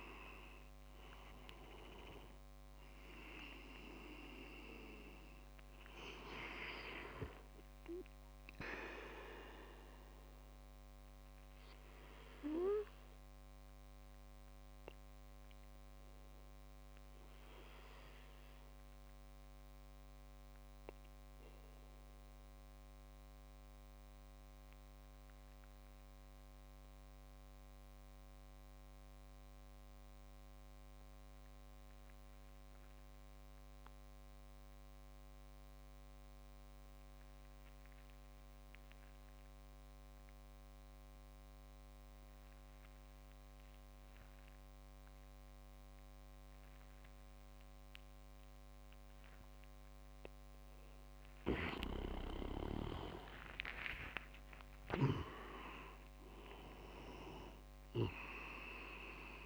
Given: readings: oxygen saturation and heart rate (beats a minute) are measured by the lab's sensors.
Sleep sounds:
breathing in sleep by a microphone on the trachea; 1
0.00-11.50 s: oxygen desaturation (device-marked, oxygen 93% lowest)
9.50-49.50 s: obstructive apnea (oxygen 98% before, 93% lowest)
43.50-59.46 s: oxygen desaturation (device-marked, oxygen 99% before, 93% lowest)
52.50-55.00 s: leg movement (device-marked)
53.00-57.00 s: arousal
From the record:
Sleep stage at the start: N2 (light sleep); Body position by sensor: on the back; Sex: male

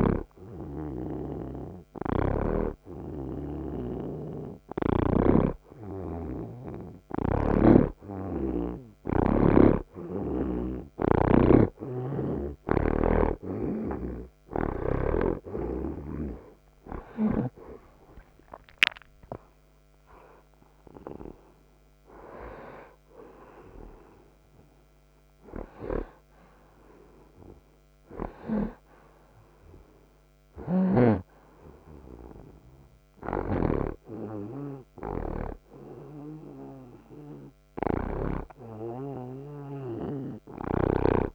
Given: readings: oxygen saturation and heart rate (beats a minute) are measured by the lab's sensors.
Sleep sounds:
breathing in sleep by a microphone on the trachea; none
0.00-8.00 s: oxygen desaturation (device-marked, oxygen 84% lowest)
2.00-5.50 s: snoring (device-marked)
7.50-11.00 s: snoring (device-marked)
13.00-17.50 s: snoring (device-marked)
16.00-20.00 s: arousal
17.00-35.00 s: oxygen desaturation (device-marked, oxygen 87% before, 81% lowest)
30.50-38.50 s: snoring (device-marked)
From the record:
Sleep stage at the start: N2 (light sleep); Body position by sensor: on the right side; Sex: male

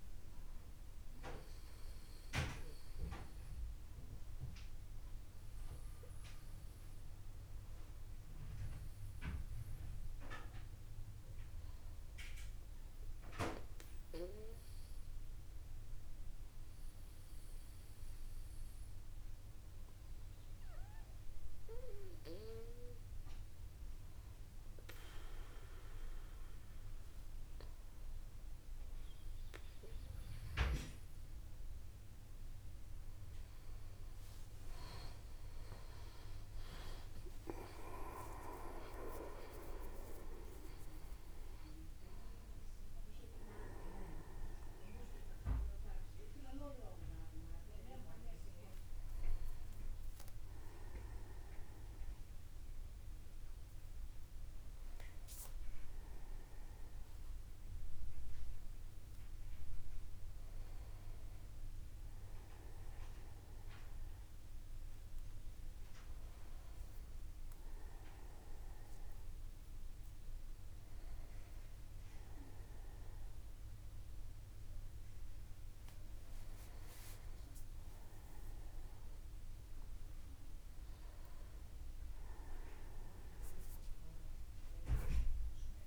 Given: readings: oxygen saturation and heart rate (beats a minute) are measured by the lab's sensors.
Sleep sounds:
a person awake in a sleep study, by a room microphone; none
32.00-85.87 s: new sleep stage, awake
38.00-40.00 s: long interval between heartbeats (device-marked, heart rate 54 before, 69 extreme)
76.50-78.50 s: long interval between heartbeats (device-marked, heart rate 53 before, 59 extreme)
From the record:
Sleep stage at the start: N2 (light sleep); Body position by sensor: upright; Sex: male

